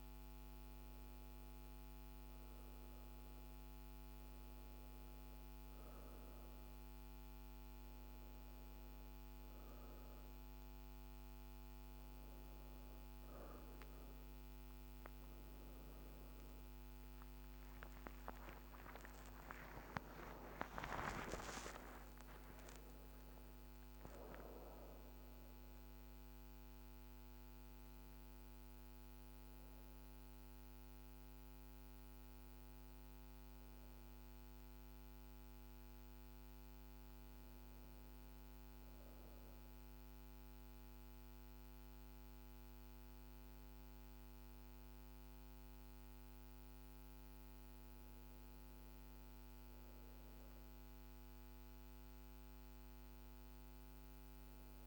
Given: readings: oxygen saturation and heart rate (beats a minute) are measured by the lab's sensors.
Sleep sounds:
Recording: breathing in sleep by a microphone on the trachea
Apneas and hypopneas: none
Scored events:
0.00-20.50 s: oxygen desaturation (device-marked, oxygen 94% lowest, heart rate 49 extreme)
3.50-54.87 s: new sleep stage, N1 (lightest sleep)
17.50-22.50 s: arousal
52.50-54.87 s: oxygen desaturation (device-marked, oxygen 98% before, 95% lowest, heart rate 50 before, 51 extreme)
From the record:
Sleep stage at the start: N2 (light sleep)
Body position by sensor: on the back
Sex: female

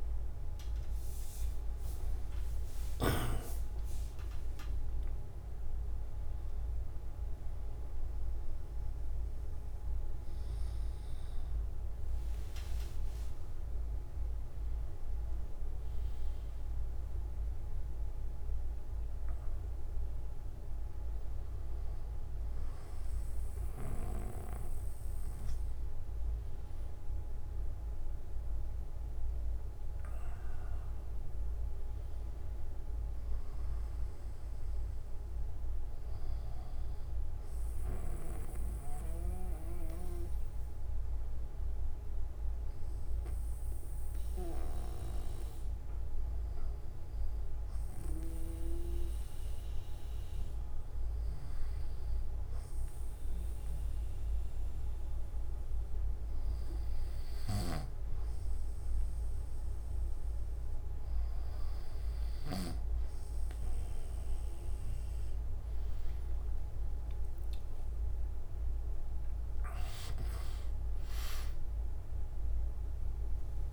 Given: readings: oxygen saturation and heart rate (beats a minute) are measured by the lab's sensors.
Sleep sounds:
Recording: breathing in sleep by a room microphone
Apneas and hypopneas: 1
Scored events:
45.00-60.00 s: hypopnea (oxygen 100% before, 96% lowest, heart rate 166 before, 60 extreme)
57.00-62.50 s: snoring (device-marked)
From the record:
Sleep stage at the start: N3 (deep sleep)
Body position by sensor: on the back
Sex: male

